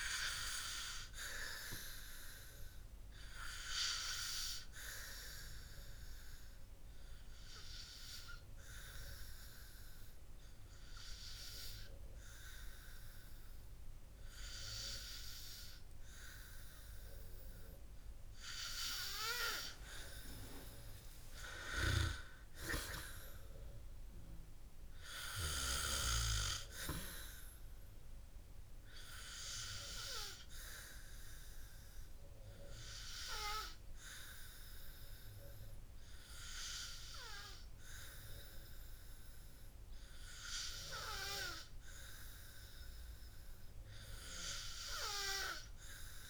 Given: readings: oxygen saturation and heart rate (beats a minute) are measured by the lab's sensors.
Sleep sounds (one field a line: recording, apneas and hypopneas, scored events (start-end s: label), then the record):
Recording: breathing in sleep by a room microphone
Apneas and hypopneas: 1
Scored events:
8.50-21.00 s: hypopnea (oxygen 97% before, 95% lowest, heart rate 60 before, 54 extreme, up 10 after)
22.50-26.00 s: arousal
From the record:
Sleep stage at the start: N2 (light sleep)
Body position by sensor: on the back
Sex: male